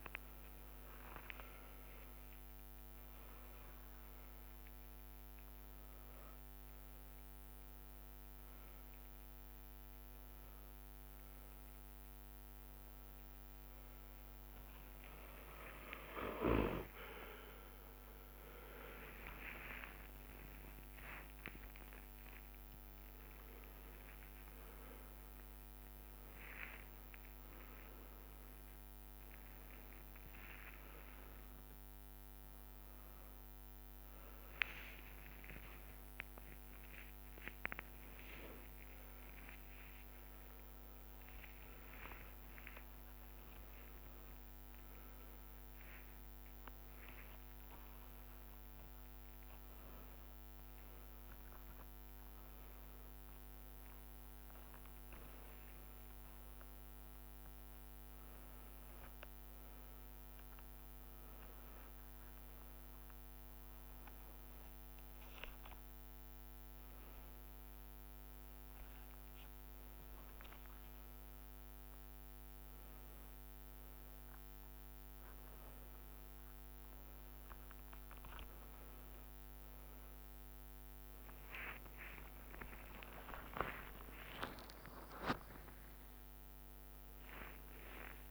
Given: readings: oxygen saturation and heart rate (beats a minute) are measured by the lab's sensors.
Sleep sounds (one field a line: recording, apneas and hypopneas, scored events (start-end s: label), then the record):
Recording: a person awake in a sleep study, by a microphone on the trachea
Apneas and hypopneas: none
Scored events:
0.00-5.00 s: tachycardia (device-marked, heart rate 90 before, 109 extreme)
1.50-3.50 s: long interval between heartbeats (device-marked, heart rate 87 before, 88 extreme)
3.50-5.50 s: long interval between heartbeats (device-marked, heart rate 87 before, 108 extreme)
12.00-22.00 s: tachycardia (device-marked, heart rate 91 before, 159 extreme)
13.50-15.50 s: long interval between heartbeats (device-marked, heart rate 91 before, 92 extreme)
16.00-18.00 s: long interval between heartbeats (device-marked, heart rate 93 before, 117 extreme)
19.00-29.00 s: drop in pulse transit time (device-marked, heart rate 101 before, 85 extreme)
19.50-21.50 s: long interval between heartbeats (device-marked, heart rate 101 before, 147 extreme)
34.50-36.50 s: long interval between heartbeats (device-marked, heart rate 112 before, 89 extreme)
37.50-39.50 s: long interval between heartbeats (device-marked, heart rate 109 before, 96 extreme)
42.00 s: drop in pulse transit time (device-marked)
44.00-60.00 s: drop in pulse transit time (device-marked, heart rate 92 before, 78 extreme)
48.00-79.00 s: tachycardia (device-marked)
49.50-51.50 s: long interval between heartbeats (device-marked, heart rate 88 before, 87 extreme)
53.00-55.00 s: long interval between heartbeats (device-marked, heart rate 93 before, 160 extreme)
55.00-57.00 s: long interval between heartbeats (device-marked, heart rate 102 before, 206 extreme)
58.00-60.00 s: long interval between heartbeats (device-marked, heart rate 121 before, 200 extreme)
60.00-62.00 s: long interval between heartbeats (device-marked, heart rate 133 before, 165 extreme)
62.00-64.00 s: long interval between heartbeats (device-marked, heart rate 141 before, 139 extreme)
64.00-66.00 s: long interval between heartbeats (device-marked, heart rate 146 before, 131 extreme)
66.00-68.00 s: long interval between heartbeats (device-marked, heart rate 152 before, 120 extreme)
68.50-70.50 s: long interval between heartbeats (device-marked, heart rate 156 before, 129 extreme)
70.50-72.50 s: long interval between heartbeats (device-marked, heart rate 160 before, 127 extreme)
73.00-75.00 s: long interval between heartbeats (device-marked, heart rate 163 before, 144 extreme)
75.00-77.00 s: long interval between heartbeats (device-marked, heart rate 160 before, 149 extreme)
78.50-80.50 s: long interval between heartbeats (device-marked, heart rate 149 before, 134 extreme)
80.00-82.00 s: tachycardia (device-marked, heart rate 95 before, 126 extreme)
80.50-82.50 s: long interval between heartbeats (device-marked, heart rate 142 before, 126 extreme)
83.50-85.50 s: long interval between heartbeats (device-marked, heart rate 135 before, 118 extreme)
From the record:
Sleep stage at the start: awake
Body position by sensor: upright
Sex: male